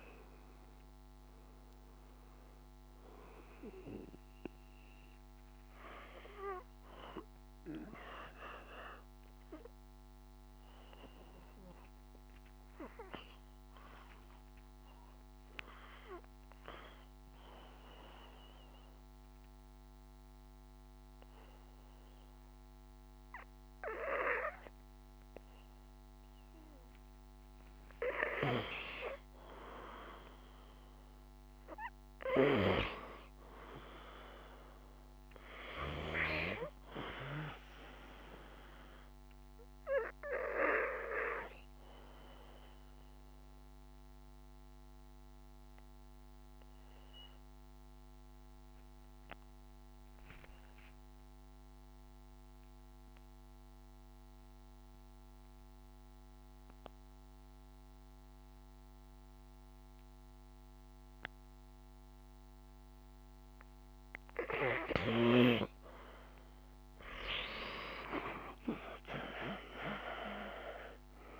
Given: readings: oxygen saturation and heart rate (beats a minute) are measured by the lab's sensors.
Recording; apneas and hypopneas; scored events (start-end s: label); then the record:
breathing in sleep by a microphone on the trachea; 2
0.00-17.50 s: oxygen desaturation (device-marked, oxygen 88% lowest, heart rate 52 extreme)
6.50-26.00 s: obstructive apnea (oxygen 97% before, 88% lowest, heart rate 55 before, 51 extreme, up 1 after)
28.00-33.00 s: arousal
34.50-58.50 s: oxygen desaturation (device-marked, oxygen 97% before, 91% lowest, heart rate 56 before, 50 extreme)
38.00-63.50 s: obstructive apnea (oxygen 98% before, 90% lowest, heart rate 55 before, 49 extreme, up 5 after)
67.50-71.40 s: arousal
67.50-71.40 s: oxygen desaturation (device-marked, oxygen 97% before, 90% lowest, heart rate 51 before, 49 extreme)
From the record:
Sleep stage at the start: N2 (light sleep); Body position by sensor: on the back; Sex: male